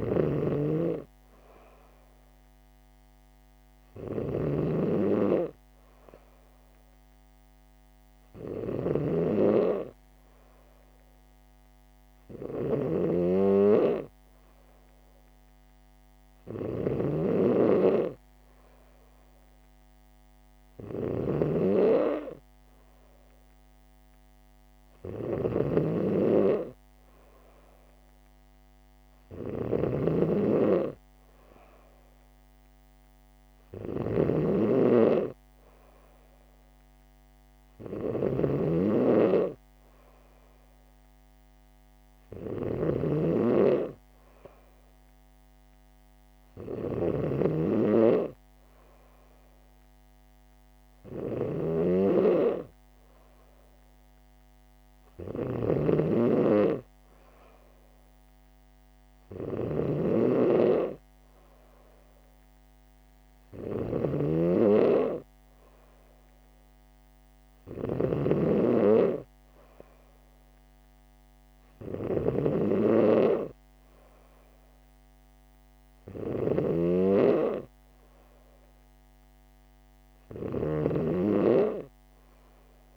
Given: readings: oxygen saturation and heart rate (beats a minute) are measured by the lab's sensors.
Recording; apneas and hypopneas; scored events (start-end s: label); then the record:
breathing in sleep by a microphone on the trachea; none
0.00-82.97 s: snoring (device-marked)
From the record:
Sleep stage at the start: N3 (deep sleep); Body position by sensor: on the back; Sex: female